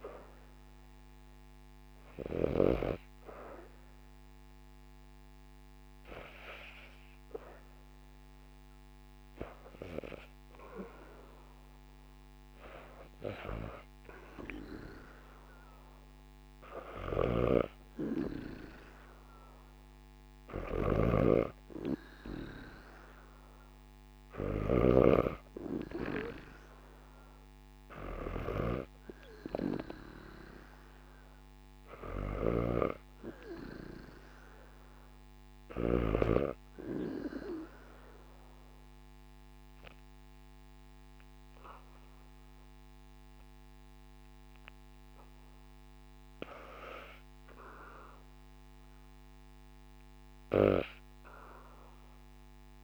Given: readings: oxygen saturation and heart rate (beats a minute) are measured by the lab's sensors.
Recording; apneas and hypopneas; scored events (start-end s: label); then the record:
breathing in sleep by a microphone on the trachea; 1
0.00-8.50 s: oxygen desaturation (device-marked, oxygen 78% lowest, heart rate 82 extreme)
16.50-24.50 s: snoring (device-marked)
18.50-23.00 s: arousal
32.00-35.50 s: snoring (device-marked)
35.50-45.50 s: obstructive apnea (oxygen 93% before, 87% lowest, heart rate 84 before, 76 extreme, up 0 after)
48.00-51.50 s: arousal
From the record:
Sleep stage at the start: N2 (light sleep); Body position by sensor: on the back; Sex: female